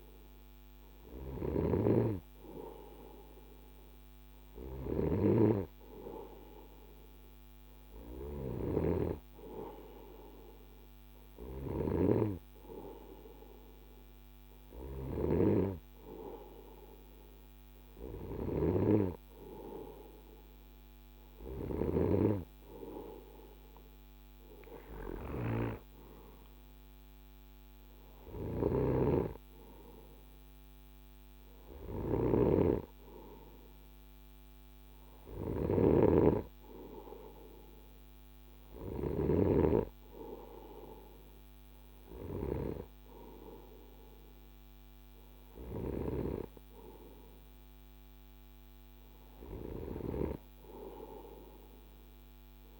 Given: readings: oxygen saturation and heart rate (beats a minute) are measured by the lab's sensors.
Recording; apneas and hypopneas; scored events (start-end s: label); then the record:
breathing in sleep by a microphone on the trachea; none
0.00-8.00 s: snoring (device-marked)
27.50-38.50 s: snoring (device-marked)
From the record:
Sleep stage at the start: N2 (light sleep); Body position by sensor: on the right side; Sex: male